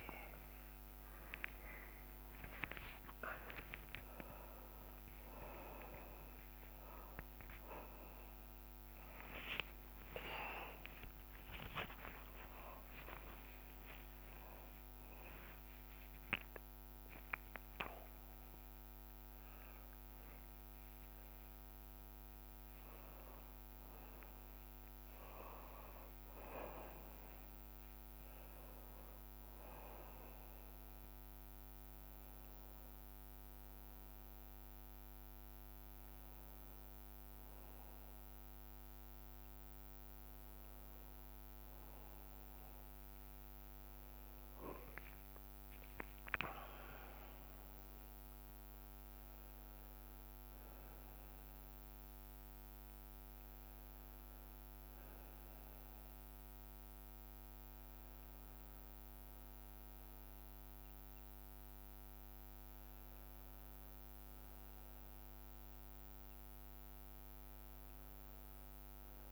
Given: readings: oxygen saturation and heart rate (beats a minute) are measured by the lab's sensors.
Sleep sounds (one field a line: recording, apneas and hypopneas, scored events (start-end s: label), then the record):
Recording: a person awake in a sleep study, by a microphone on the trachea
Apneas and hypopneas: none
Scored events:
0.00-1.00 s: long interval between heartbeats (device-marked, heart rate 99 extreme)
2.00-4.00 s: long interval between heartbeats (device-marked, heart rate 80 before, 89 extreme)
6.00-18.00 s: tachycardia (device-marked, heart rate 72 before, 120 extreme)
6.50-8.50 s: long interval between heartbeats (device-marked, heart rate 80 before, 81 extreme)
9.50-11.50 s: long interval between heartbeats (device-marked, heart rate 83 before, 110 extreme)
11.00 s: drop in pulse transit time (device-marked)
12.00-14.00 s: long interval between heartbeats (device-marked, heart rate 90 before, 109 extreme)
18.00-47.00 s: bradycardia (device-marked)
23.00-25.00 s: oxygen desaturation (device-marked, oxygen 94% before, 89% lowest)
36.00-47.00 s: oxygen desaturation (device-marked, oxygen 96% before, 91% lowest)
38.00-69.32 s: new sleep stage, N1 (lightest sleep)
From the record:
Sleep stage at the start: awake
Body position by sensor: on the right side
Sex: male